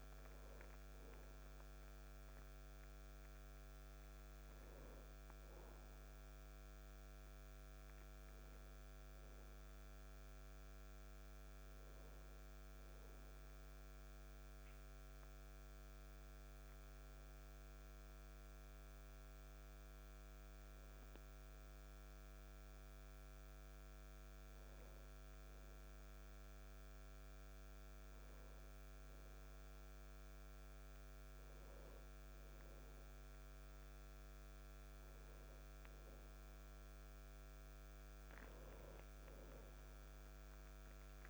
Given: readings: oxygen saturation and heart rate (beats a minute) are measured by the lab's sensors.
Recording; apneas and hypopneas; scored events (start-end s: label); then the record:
a person awake in a sleep study, hard to hear, by a microphone on the trachea; none
none scored
From the record:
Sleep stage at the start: awake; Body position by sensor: on the back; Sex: male